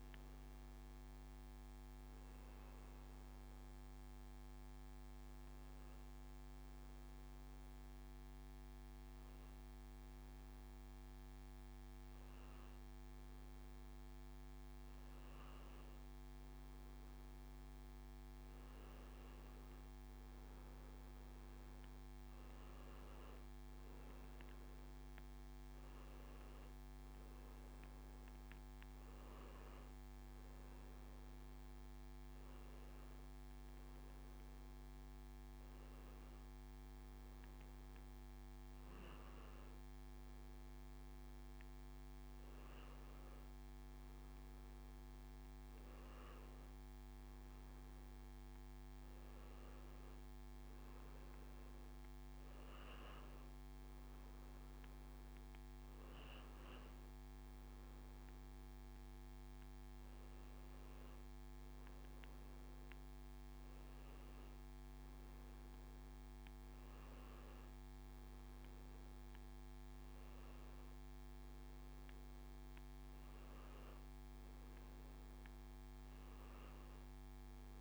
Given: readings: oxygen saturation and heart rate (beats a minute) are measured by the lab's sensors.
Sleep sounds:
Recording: breathing in sleep, hard to hear, by a microphone on the trachea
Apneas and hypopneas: none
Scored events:
19.50-32.50 s: oxygen desaturation (device-marked, oxygen 95% before, 92% lowest, heart rate 89 before, 84 extreme)
From the record:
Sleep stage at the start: N2 (light sleep)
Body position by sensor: on the back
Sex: male

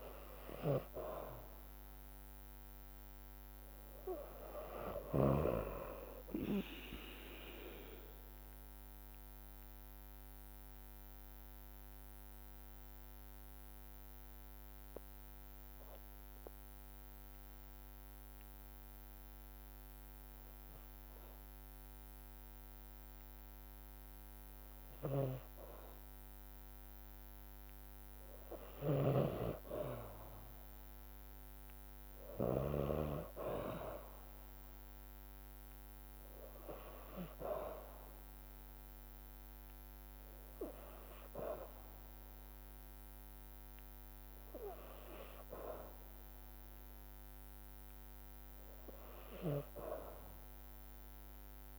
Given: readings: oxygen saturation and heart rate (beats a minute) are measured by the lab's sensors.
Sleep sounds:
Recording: breathing in sleep by a microphone on the trachea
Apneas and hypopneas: 1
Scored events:
1.00-4.50 s: arousal
6.00-20.00 s: drop in pulse transit time (device-marked, heart rate 54 before, 52 extreme)
7.00-27.00 s: mixed apnea (oxygen 95% before, 93% lowest, heart rate 54 before, 52 extreme, up 2 after)
28.50-32.00 s: arousal
28.50-32.50 s: snoring (device-marked)
39.00-51.00 s: oxygen desaturation (device-marked, oxygen 98% before, 93% lowest, heart rate 53 before, 52 extreme)
From the record:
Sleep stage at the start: N2 (light sleep)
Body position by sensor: on the back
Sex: female

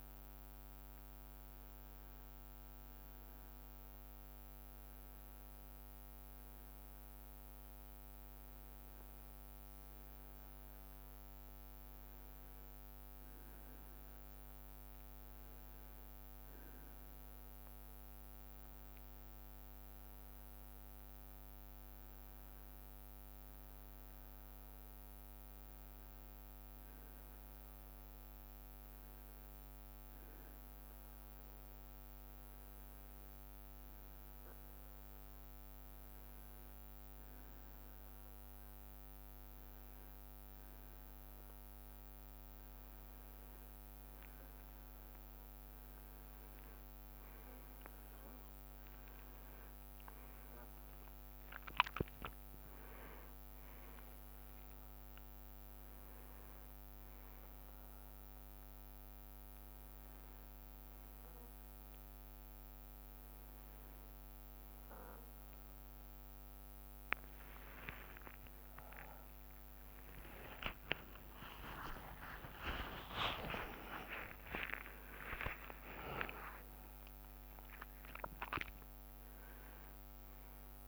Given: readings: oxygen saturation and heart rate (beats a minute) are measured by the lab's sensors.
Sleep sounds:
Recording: a person partly awake in a sleep study, by a microphone on the trachea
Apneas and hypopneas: none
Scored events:
45.50-80.88 s: new sleep stage, awake
60.00-62.00 s: leg movement (device-marked)
68.00-69.50 s: leg movement (device-marked)
75.50-77.50 s: leg movement (device-marked)
From the record:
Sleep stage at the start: N1 (lightest sleep)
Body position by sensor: on the right side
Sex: male

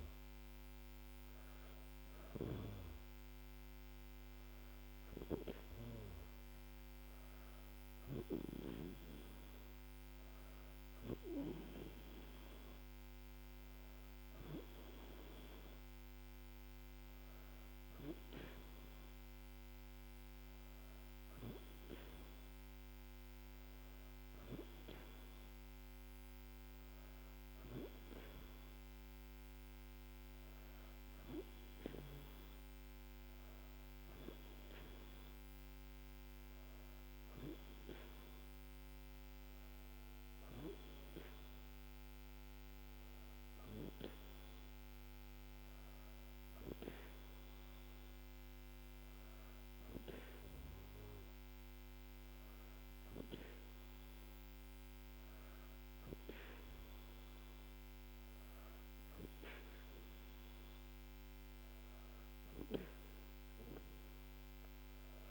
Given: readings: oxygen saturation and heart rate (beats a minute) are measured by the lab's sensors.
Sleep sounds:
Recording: breathing in sleep by a microphone on the trachea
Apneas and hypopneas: none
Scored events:
none scored
From the record:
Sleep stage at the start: N2 (light sleep)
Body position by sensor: on the back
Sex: female

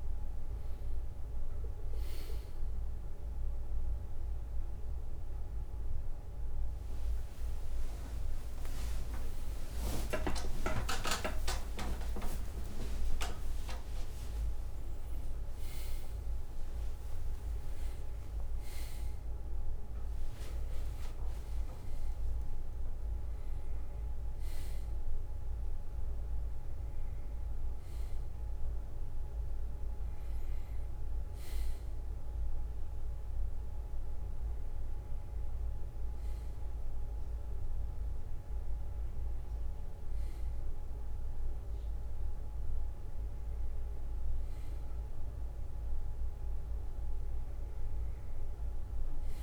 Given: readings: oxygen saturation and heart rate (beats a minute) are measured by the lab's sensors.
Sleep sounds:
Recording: a person awake in a sleep study, by a room microphone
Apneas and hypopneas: none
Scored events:
0.00-2.50 s: bradycardia (device-marked, heart rate 61 extreme)
5.50-16.50 s: tachycardia (device-marked, heart rate 62 before, 177 extreme)
6.50-16.00 s: leg movement (device-marked)
7.00-9.00 s: long interval between heartbeats (device-marked, heart rate 62 before, 68 extreme)
9.00-11.00 s: long interval between heartbeats (device-marked, heart rate 64 before, 111 extreme)
12.50-14.50 s: long interval between heartbeats (device-marked, heart rate 79 before, 171 extreme)
14.50-16.50 s: long interval between heartbeats (device-marked, heart rate 90 before, 145 extreme)
18.00-20.00 s: long interval between heartbeats (device-marked, heart rate 102 before, 107 extreme)
21.50-23.50 s: long interval between heartbeats (device-marked, heart rate 110 before, 99 extreme)
From the record:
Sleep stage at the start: awake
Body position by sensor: on the right side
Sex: male

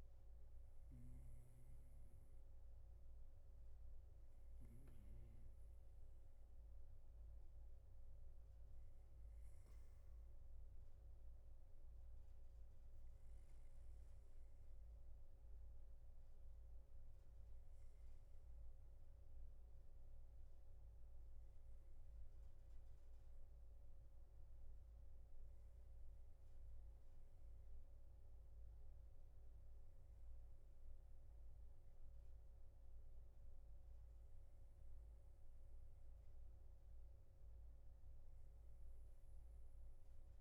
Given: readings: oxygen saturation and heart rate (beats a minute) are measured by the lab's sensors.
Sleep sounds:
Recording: breathing in sleep, hard to hear, by a room microphone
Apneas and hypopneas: none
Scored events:
none scored
From the record:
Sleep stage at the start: N3 (deep sleep)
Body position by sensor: on the right side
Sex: male

